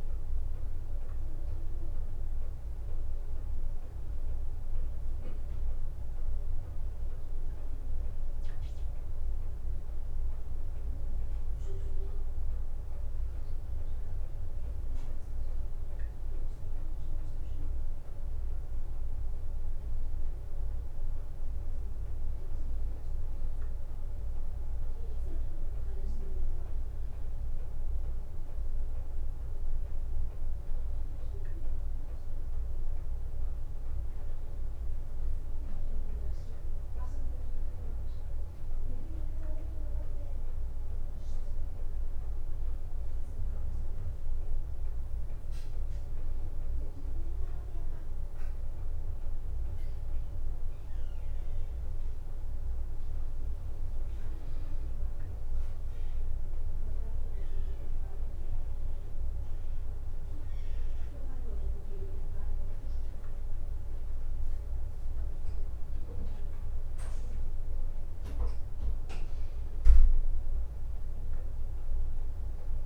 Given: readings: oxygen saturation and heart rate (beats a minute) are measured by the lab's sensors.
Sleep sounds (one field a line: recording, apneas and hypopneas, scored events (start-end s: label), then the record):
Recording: a person awake in a sleep study, hard to hear, by a room microphone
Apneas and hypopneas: none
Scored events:
none scored
From the record:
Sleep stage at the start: awake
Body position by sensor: on the back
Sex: female